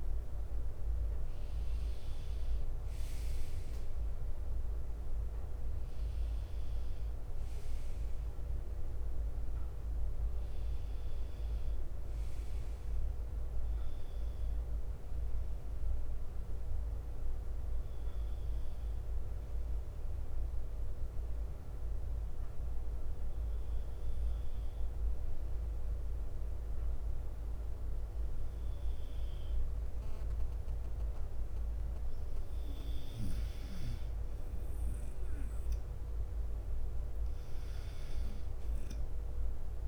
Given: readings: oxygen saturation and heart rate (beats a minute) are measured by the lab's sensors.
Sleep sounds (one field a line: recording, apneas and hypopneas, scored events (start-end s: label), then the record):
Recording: breathing in sleep, hard to hear, by a room microphone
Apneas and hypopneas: 1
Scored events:
0.00-2.50 s: oxygen desaturation (device-marked, oxygen 94% lowest, heart rate 54 extreme)
0.00-39.50 s: bradycardia (device-marked, heart rate 54 extreme)
16.00-31.00 s: hypopnea (oxygen 98% before, 93% lowest, heart rate 58 before, 53 extreme, up 2 after)
34.50-39.88 s: oxygen desaturation (device-marked, oxygen 98% before, 93% lowest, heart rate 55 before, 53 extreme)
35.00-39.00 s: arousal
From the record:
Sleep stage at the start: N2 (light sleep)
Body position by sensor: on the right side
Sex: male